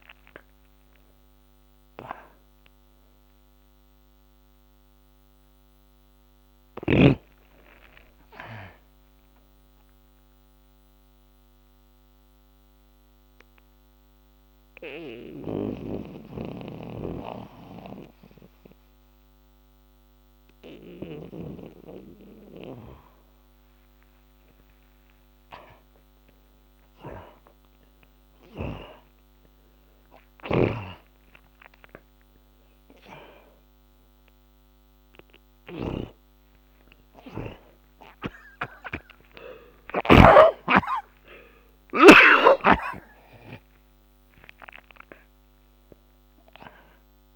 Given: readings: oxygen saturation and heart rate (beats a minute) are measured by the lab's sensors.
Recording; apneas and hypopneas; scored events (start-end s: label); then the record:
breathing in sleep by a microphone on the trachea; 1
0.00-6.50 s: oxygen desaturation (device-marked, oxygen 78% lowest, heart rate 56 extreme)
11.00-23.50 s: obstructive apnea (oxygen 93% before, 84% lowest, heart rate 81 before, 56 extreme, up 46 after)
15.50-21.50 s: snoring (device-marked)
22.50-47.36 s: oxygen desaturation (device-marked, oxygen 99% before, 87% lowest, heart rate 68 before, 54 extreme)
26.00-30.50 s: arousal
30.50-40.50 s: snoring (device-marked)
40.00-45.50 s: arousal
From the record:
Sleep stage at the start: N2 (light sleep); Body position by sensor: on the back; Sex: male